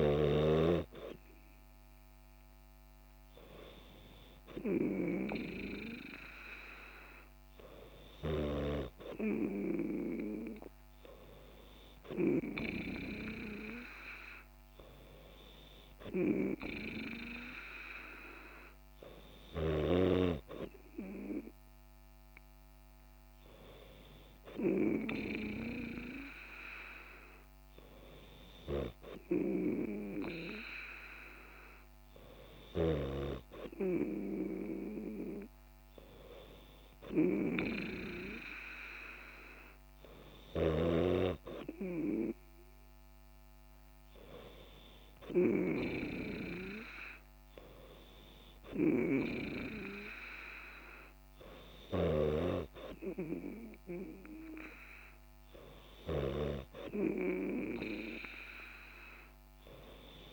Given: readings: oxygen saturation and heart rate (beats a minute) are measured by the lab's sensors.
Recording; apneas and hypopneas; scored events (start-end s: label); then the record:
breathing in sleep by a microphone on the trachea; none
none scored
From the record:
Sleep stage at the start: N3 (deep sleep); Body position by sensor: on the back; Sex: female